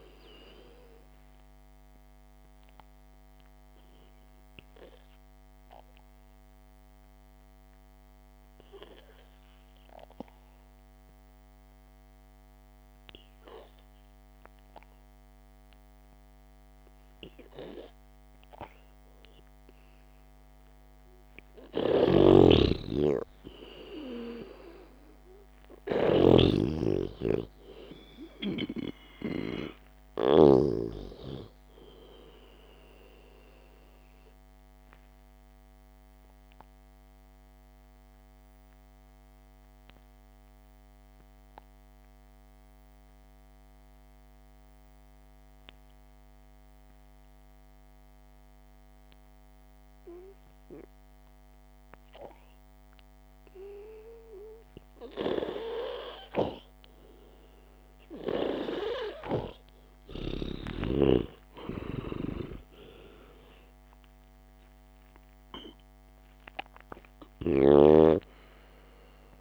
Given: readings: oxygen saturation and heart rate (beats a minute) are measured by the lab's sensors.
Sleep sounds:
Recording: breathing in sleep by a microphone on the trachea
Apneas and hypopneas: 2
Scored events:
0.00-11.50 s: oxygen desaturation (device-marked, oxygen 93% lowest, heart rate 51 extreme)
4.00-20.50 s: obstructive apnea (oxygen 98% before, 90% lowest, heart rate 60 before, 51 extreme, up 0 after)
13.50-24.50 s: oxygen desaturation (device-marked, oxygen 94% before, 90% lowest, heart rate 58 before, 51 extreme)
22.50-31.50 s: snoring (device-marked)
28.00-32.00 s: arousal
37.00-55.00 s: obstructive apnea (oxygen 94% before, 90% lowest, heart rate 57 before, 53 extreme)
60.50-69.41 s: oxygen desaturation (device-marked, oxygen 97% before, 93% lowest, heart rate 64 before, 54 extreme)
62.00-66.50 s: arousal
From the record:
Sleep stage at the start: N2 (light sleep)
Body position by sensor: on the back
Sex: male

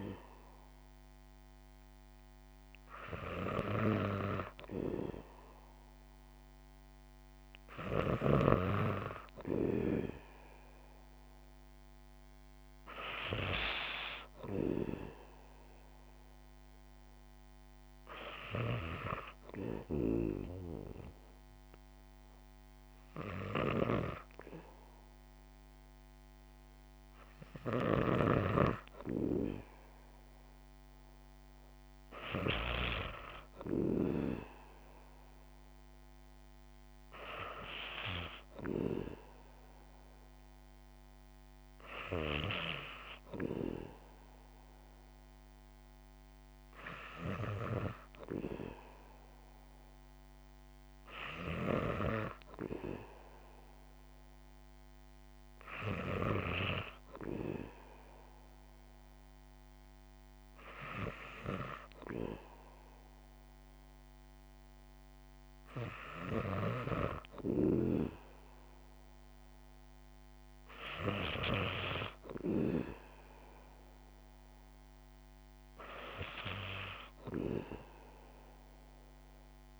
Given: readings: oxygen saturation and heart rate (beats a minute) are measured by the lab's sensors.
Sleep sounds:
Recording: breathing in sleep by a microphone on the trachea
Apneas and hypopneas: 1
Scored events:
7.50-11.50 s: arousal
16.00-26.00 s: hypopnea (oxygen 96% before, 94% lowest, heart rate 61 before, 62 extreme, up 3 after)
28.50-33.00 s: arousal
From the record:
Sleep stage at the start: N2 (light sleep)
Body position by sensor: on the back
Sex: female

